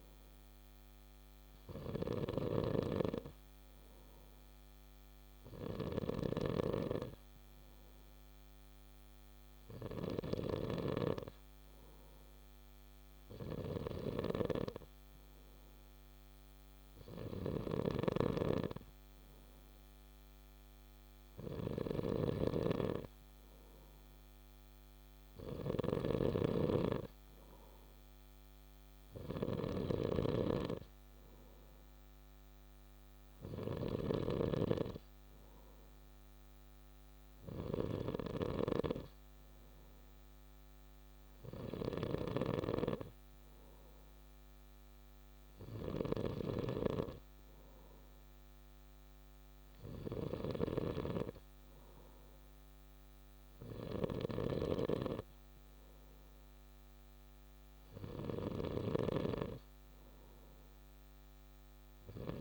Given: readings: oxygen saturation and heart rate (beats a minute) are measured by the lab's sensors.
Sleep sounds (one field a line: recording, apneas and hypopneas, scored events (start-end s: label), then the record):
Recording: breathing in sleep by a microphone on the trachea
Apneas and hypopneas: none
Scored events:
0.00-62.41 s: snoring (device-marked)
From the record:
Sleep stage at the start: N2 (light sleep)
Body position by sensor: on the back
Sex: male